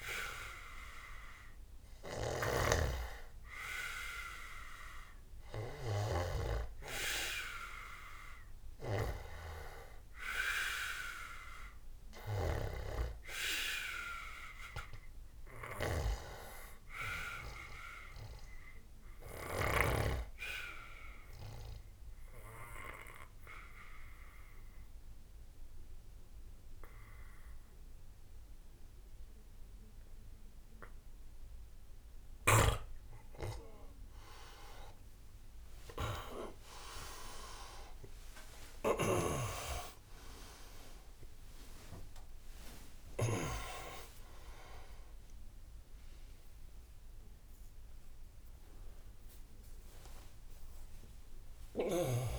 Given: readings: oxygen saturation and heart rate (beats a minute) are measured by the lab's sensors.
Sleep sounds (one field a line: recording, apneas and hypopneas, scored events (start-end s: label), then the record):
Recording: breathing in sleep by a room microphone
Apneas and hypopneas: 1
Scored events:
0.00-6.50 s: snoring (device-marked)
20.00-33.00 s: obstructive apnea (oxygen 96% before, 87% lowest, heart rate 82 before, 75 extreme)
34.50-52.38 s: tachycardia (device-marked, heart rate 83 before, 204 extreme)
35.50-52.38 s: oxygen desaturation (device-marked, oxygen 96% before, 87% lowest, heart rate 84 before, 74 extreme)
46.50-52.38 s: new sleep stage, awake
From the record:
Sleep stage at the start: N2 (light sleep)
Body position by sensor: on the back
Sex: male